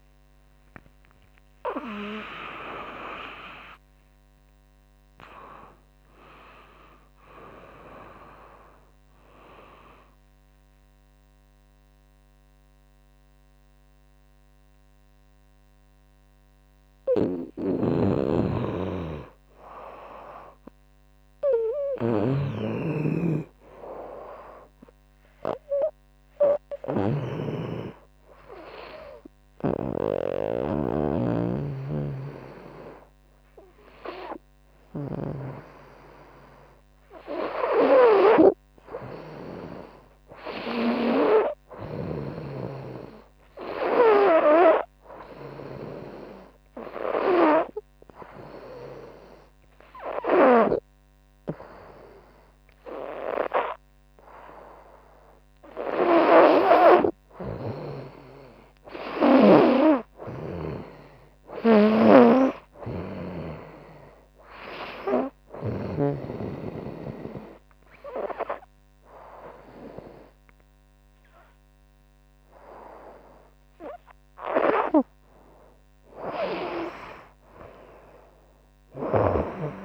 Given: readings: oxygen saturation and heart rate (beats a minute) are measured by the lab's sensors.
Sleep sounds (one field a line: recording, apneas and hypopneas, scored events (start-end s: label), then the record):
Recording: a person partly awake in a sleep study, by a microphone on the trachea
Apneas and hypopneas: 2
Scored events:
17.00-30.50 s: snoring (device-marked)
24.50-79.85 s: new sleep stage, N2 (light sleep)
45.00-56.00 s: hypopnea (oxygen 99% before, 93% lowest, heart rate 74 before, 75 extreme, up 3 after)
57.50-60.50 s: arousal
60.50-75.50 s: oxygen desaturation (device-marked, oxygen 97% before, 94% lowest, heart rate 77 before, 70 extreme)
61.00-65.50 s: snoring (device-marked)
64.50-75.50 s: hypopnea (oxygen 99% before, 93% lowest, heart rate 77 before, 70 extreme, up 3 after)
77.00-79.85 s: arousal
From the record:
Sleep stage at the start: awake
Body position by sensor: on the front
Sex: female